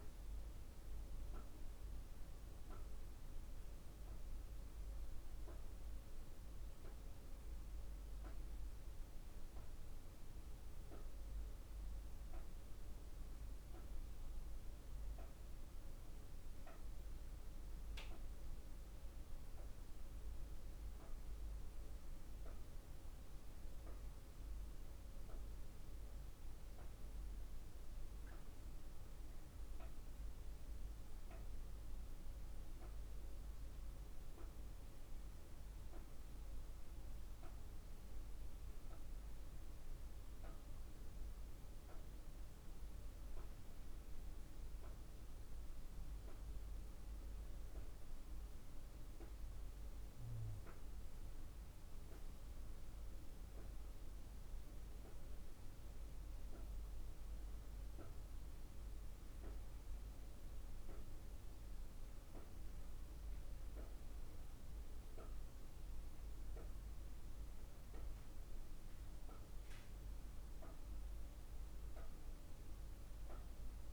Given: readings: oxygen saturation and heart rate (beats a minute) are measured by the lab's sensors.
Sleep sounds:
breathing in sleep, hard to hear, by a room microphone; 1
15.50-49.00 s: hypopnea (oxygen 96% before, 94% lowest, heart rate 55 before, 48 extreme, up 7 after)
51.00-56.00 s: arousal
From the record:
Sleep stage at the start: N2 (light sleep); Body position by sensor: on the back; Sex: female

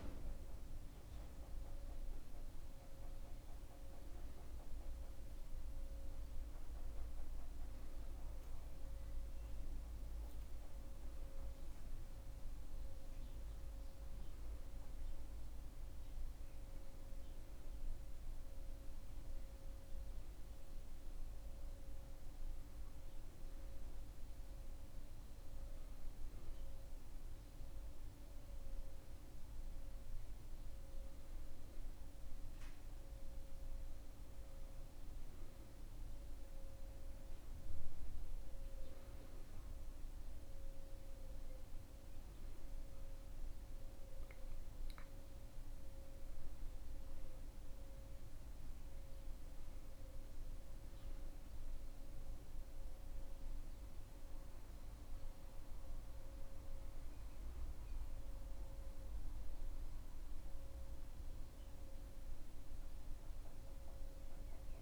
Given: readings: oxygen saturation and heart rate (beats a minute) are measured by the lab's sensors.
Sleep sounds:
breathing in sleep, hard to hear, by a room microphone; none
none scored
From the record:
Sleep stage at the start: N2 (light sleep); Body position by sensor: on the back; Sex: male

